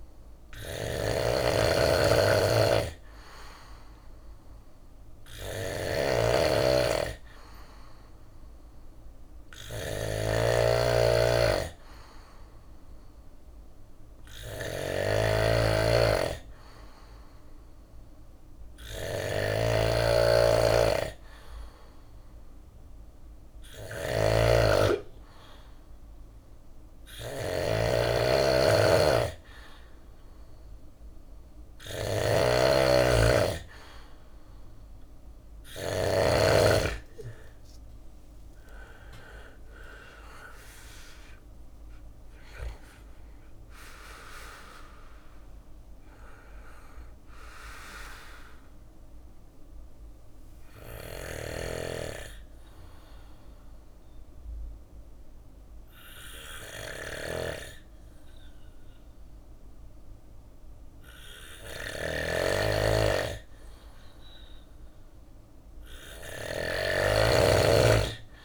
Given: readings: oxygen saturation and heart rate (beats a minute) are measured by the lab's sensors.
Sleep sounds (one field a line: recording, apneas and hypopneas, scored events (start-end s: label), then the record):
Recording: breathing in sleep by a room microphone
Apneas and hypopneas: 2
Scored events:
0.00-35.00 s: snoring (device-marked)
0.00-68.45 s: bradycardia (device-marked)
0.50-2.50 s: long interval between heartbeats (device-marked, heart rate 50 before, 28 extreme)
6.50-23.50 s: hypopnea (oxygen 97% before, 93% lowest)
8.00-10.00 s: long interval between heartbeats (device-marked, heart rate 40 before, 33 extreme)
10.50 s: drop in pulse transit time (device-marked)
12.50-14.50 s: long interval between heartbeats (device-marked, heart rate 35 before, 31 extreme)
13.50-19.50 s: drop in pulse transit time (device-marked, heart rate 34 before, 25 extreme)
19.50-21.50 s: long interval between heartbeats (device-marked, heart rate 30 before, 35 extreme)
27.50-29.50 s: long interval between heartbeats (device-marked, heart rate 33 before, 44 extreme)
31.50-39.50 s: drop in pulse transit time (device-marked, heart rate 36 before, 28 extreme)
34.50-38.50 s: arousal
35.00-37.00 s: long interval between heartbeats (device-marked, heart rate 36 before, 33 extreme)
48.50-63.50 s: obstructive apnea (oxygen 96% before, 94% lowest)
50.50-68.45 s: snoring (device-marked)
55.00-57.00 s: long interval between heartbeats (device-marked)
57.00-59.00 s: long interval between heartbeats (device-marked)
60.50-68.45 s: drop in pulse transit time (device-marked)
66.00-68.00 s: long interval between heartbeats (device-marked)
From the record:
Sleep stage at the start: N2 (light sleep)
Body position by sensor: on the back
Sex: male